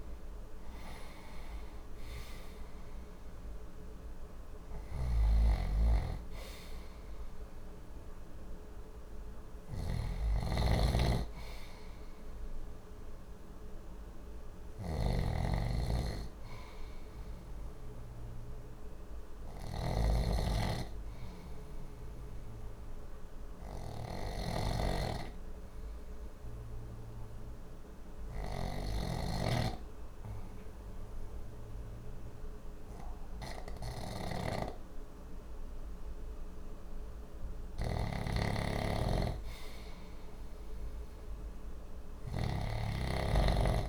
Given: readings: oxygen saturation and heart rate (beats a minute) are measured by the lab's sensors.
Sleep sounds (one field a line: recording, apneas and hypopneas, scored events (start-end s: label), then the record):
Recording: breathing in sleep by a room microphone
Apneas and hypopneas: 1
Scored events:
9.00-43.89 s: snoring (device-marked)
20.50-37.00 s: obstructive apnea (oxygen 94% before, 92% lowest, heart rate 62 before, 59 extreme, up 1 after)
28.50-43.89 s: new sleep stage, N2 (light sleep)
41.50-43.89 s: arousal
From the record:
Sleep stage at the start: REM sleep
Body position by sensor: on the left side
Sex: male